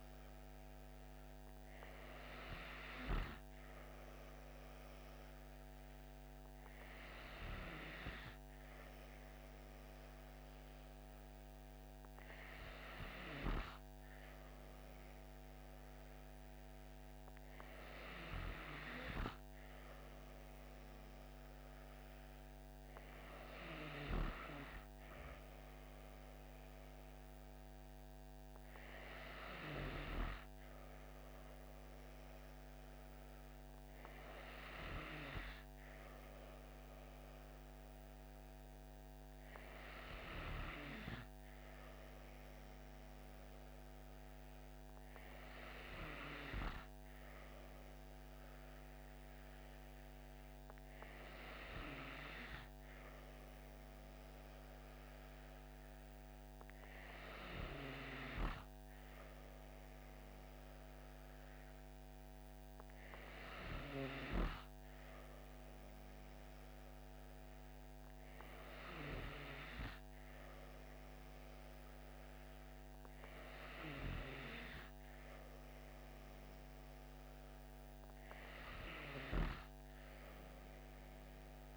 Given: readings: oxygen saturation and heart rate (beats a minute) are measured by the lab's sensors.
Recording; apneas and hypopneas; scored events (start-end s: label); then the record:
breathing in sleep by a microphone on the trachea; none
none scored
From the record:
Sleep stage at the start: N2 (light sleep); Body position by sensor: on the back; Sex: female